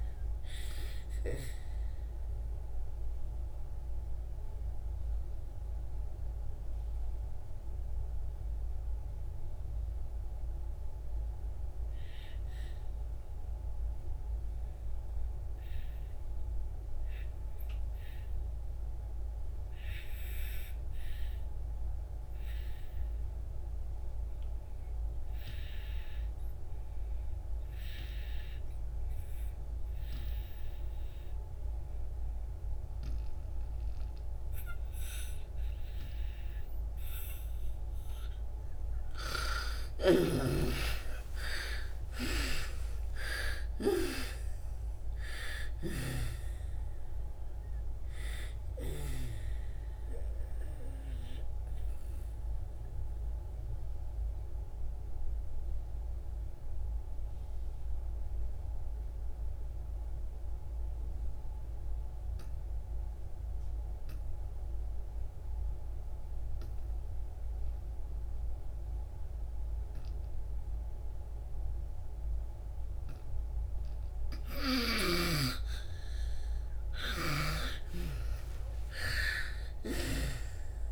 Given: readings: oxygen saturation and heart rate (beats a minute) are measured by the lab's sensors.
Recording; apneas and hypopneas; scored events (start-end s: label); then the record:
breathing in sleep by a room microphone; 2
0.00-23.00 s: oxygen desaturation (device-marked, oxygen 67% lowest, heart rate 60 extreme)
0.50-38.00 s: mixed apnea (oxygen 98% before, 66% lowest, heart rate 79 before, 59 extreme, up 30 after)
25.00-72.00 s: oxygen desaturation (device-marked, oxygen 98% before, 66% lowest, heart rate 66 before, 59 extreme)
39.00-44.00 s: arousal
49.50-75.00 s: mixed apnea (oxygen 98% before, 66% lowest, heart rate 72 before, 59 extreme, up 47 after)
74.00-80.92 s: oxygen desaturation (device-marked, oxygen 99% before, 73% lowest, heart rate 63 before, 59 extreme)
77.00-80.92 s: arousal
From the record:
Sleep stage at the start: N2 (light sleep); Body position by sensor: on the back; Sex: female